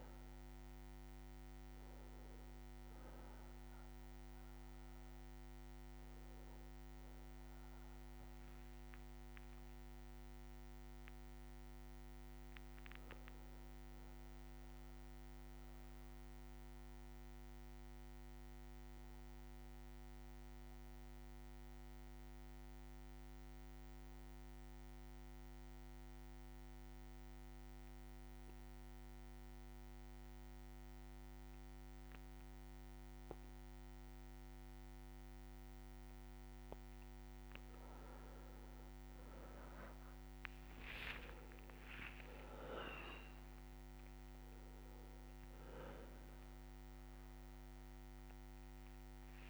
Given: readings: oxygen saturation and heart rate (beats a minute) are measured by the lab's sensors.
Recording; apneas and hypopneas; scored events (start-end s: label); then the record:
breathing in sleep, hard to hear, by a microphone on the trachea; 1
0.00-17.50 s: oxygen desaturation (device-marked, oxygen 93% lowest, heart rate 61 extreme)
16.50-36.00 s: obstructive apnea (oxygen 99% before, 91% lowest, heart rate 64 before, 60 extreme, up 5 after)
36.50-49.50 s: oxygen desaturation (device-marked, oxygen 99% before, 93% lowest, heart rate 62 before, 60 extreme)
39.00-43.00 s: arousal
From the record:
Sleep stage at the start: N2 (light sleep); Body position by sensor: on the back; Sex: male